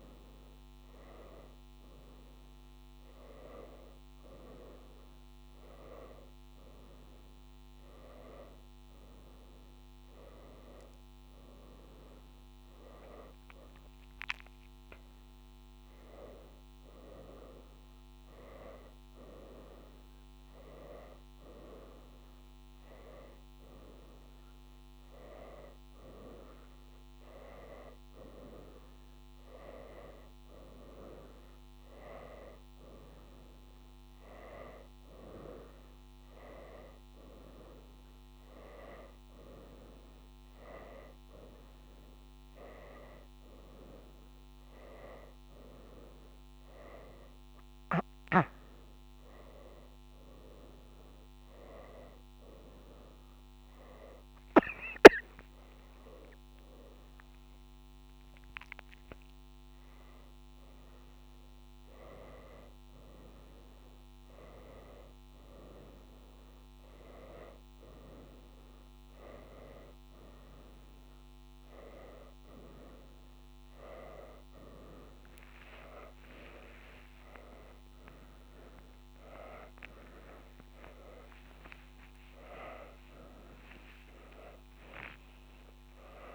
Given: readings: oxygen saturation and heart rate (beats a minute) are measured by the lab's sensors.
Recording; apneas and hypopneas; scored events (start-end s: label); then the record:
a person awake in a sleep study, by a microphone on the trachea; none
none scored
From the record:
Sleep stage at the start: awake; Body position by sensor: on the right side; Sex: female